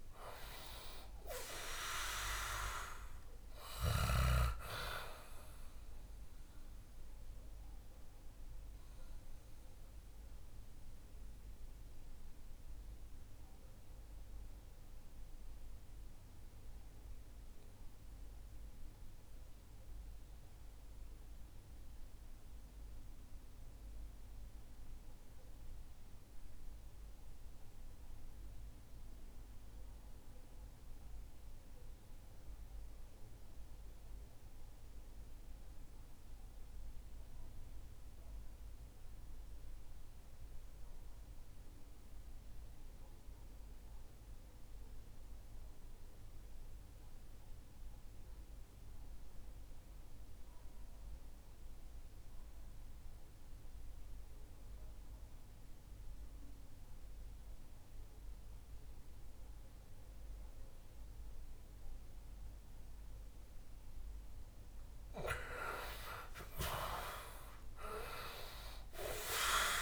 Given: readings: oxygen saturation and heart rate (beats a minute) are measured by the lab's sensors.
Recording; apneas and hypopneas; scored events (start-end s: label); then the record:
breathing in sleep by a room microphone; 1
0.00-26.50 s: oxygen desaturation (device-marked, oxygen 85% lowest, heart rate 55 extreme)
7.50-64.00 s: mixed apnea (oxygen 96% before, 79% lowest, heart rate 66 before, 55 extreme, up 20 after)
45.50-69.82 s: oxygen desaturation (device-marked, oxygen 97% before, 86% lowest, heart rate 62 before, 58 extreme)
65.50-69.82 s: arousal
From the record:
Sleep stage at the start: REM sleep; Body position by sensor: on the back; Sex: male